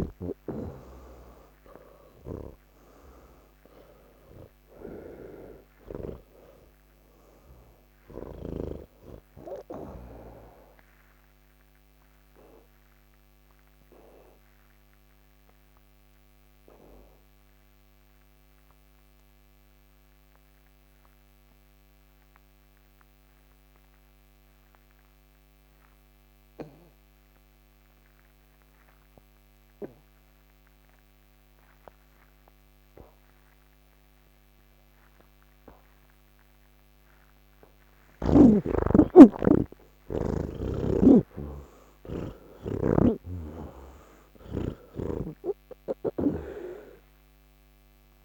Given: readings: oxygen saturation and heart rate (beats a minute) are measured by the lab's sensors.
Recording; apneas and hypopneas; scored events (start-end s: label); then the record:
breathing in sleep by a microphone on the trachea; 1
0.00-27.00 s: oxygen desaturation (device-marked, oxygen 78% lowest, heart rate 58 extreme)
8.50-36.50 s: obstructive apnea (oxygen 98% before, 78% lowest, heart rate 95 before, 86 extreme, up 18 after)
29.00-44.00 s: oxygen desaturation (device-marked, oxygen 99% before, 89% lowest, heart rate 105 before, 98 extreme)
From the record:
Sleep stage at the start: N3 (deep sleep); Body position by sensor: on the back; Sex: male